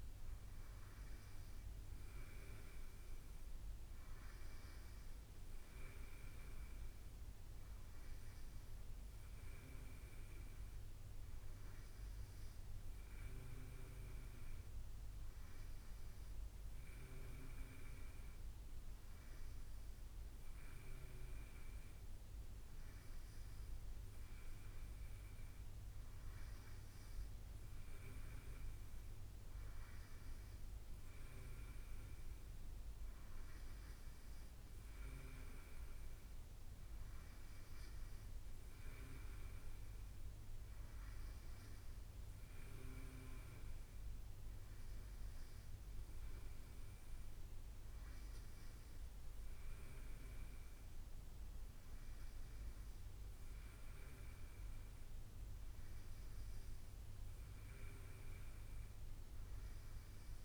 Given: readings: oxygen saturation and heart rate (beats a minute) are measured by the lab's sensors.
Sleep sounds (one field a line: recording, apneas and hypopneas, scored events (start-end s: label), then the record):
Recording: breathing in sleep, hard to hear, by a room microphone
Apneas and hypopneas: none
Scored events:
none scored
From the record:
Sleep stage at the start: N2 (light sleep)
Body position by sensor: on the right side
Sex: male